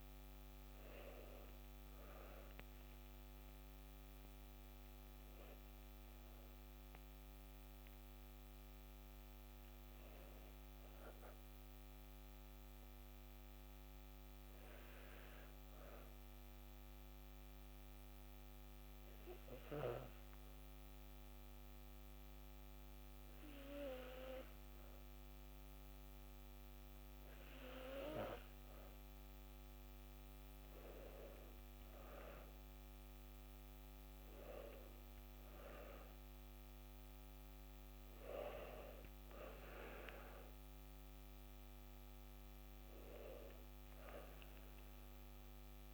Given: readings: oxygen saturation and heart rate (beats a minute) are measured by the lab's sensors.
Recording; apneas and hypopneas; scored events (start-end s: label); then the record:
breathing in sleep by a microphone on the trachea; 1
15.00-29.00 s: hypopnea (oxygen 93% before, 90% lowest, heart rate 61 before, 60 extreme, up 2 after)
32.00-36.00 s: arousal
From the record:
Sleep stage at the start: N2 (light sleep); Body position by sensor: on the back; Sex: female